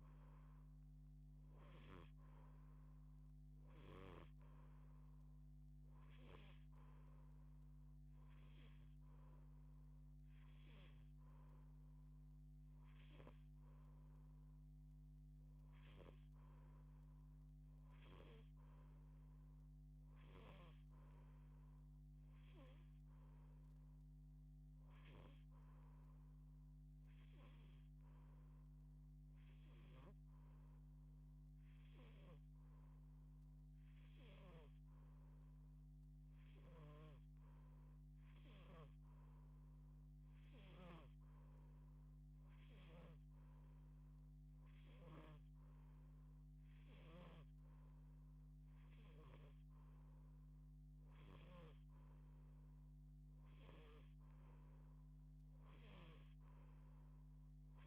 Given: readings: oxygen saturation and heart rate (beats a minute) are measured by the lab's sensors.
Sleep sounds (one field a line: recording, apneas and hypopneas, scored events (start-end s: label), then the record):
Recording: breathing in sleep by a microphone on the trachea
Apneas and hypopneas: none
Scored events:
none scored
From the record:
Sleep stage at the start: N2 (light sleep)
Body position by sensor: on the back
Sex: female